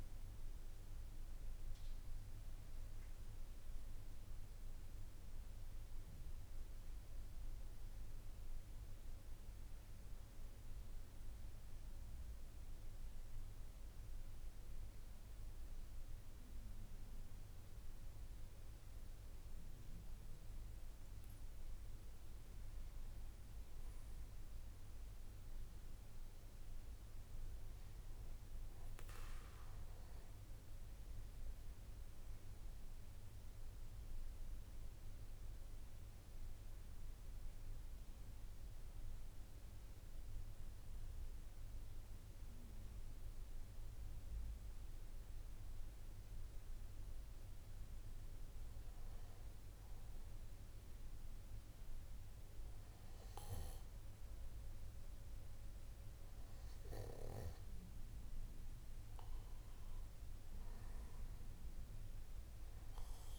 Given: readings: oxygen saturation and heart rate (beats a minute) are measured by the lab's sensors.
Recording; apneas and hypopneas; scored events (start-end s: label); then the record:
breathing in sleep, hard to hear, by a room microphone; 2
12.00-23.00 s: central apnea (oxygen 96% before, 94% lowest, heart rate 63 before, 53 extreme, up 2 after)
32.00-43.00 s: oxygen desaturation (device-marked, oxygen 98% before, 95% lowest, heart rate 58 before, 53 extreme)
36.00-49.50 s: hypopnea (oxygen 99% before, 95% lowest, heart rate 57 before, 53 extreme, up 5 after)
From the record:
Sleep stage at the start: N1 (lightest sleep); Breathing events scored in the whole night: 225 in 4.0 hours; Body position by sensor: on the back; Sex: male